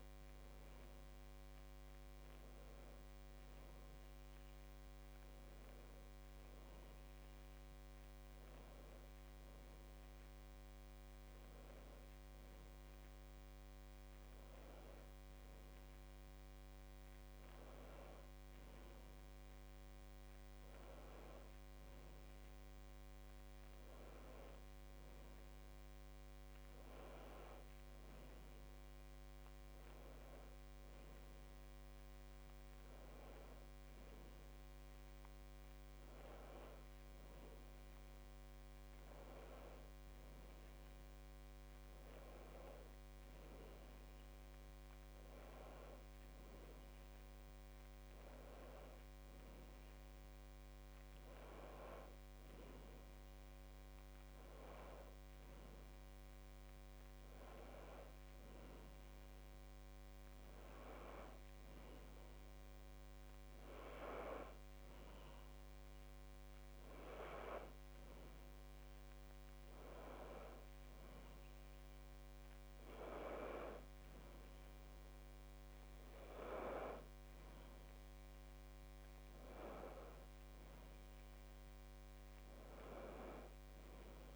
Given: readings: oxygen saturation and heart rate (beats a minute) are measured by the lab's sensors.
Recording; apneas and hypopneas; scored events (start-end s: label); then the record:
breathing in sleep by a microphone on the trachea; none
none scored
From the record:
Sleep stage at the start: N2 (light sleep); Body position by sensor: on the back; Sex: female